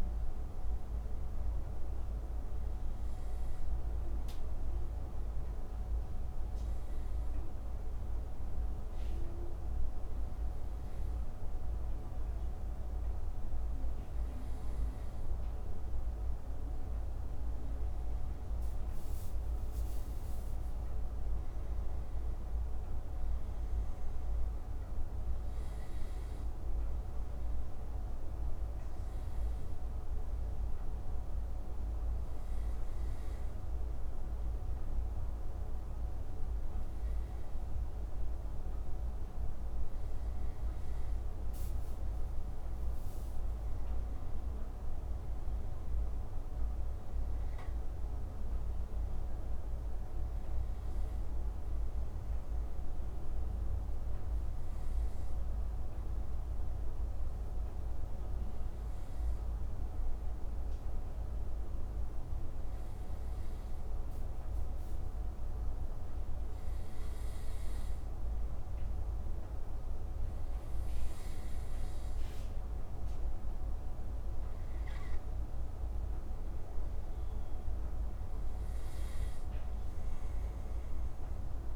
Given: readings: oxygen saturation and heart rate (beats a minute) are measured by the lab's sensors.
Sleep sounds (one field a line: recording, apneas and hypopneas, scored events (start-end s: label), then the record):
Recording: breathing in sleep, hard to hear, by a room microphone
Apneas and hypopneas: 3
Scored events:
4.50-16.50 s: obstructive apnea (oxygen 94% before, 91% lowest)
18.50-21.50 s: arousal
27.50-38.50 s: hypopnea (oxygen 94% before, 91% lowest)
42.00-46.50 s: arousal
53.50-71.50 s: obstructive apnea (oxygen 95% before, 91% lowest)
74.00-77.50 s: arousal
From the record:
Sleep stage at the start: N2 (light sleep)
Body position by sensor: on the right side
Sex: male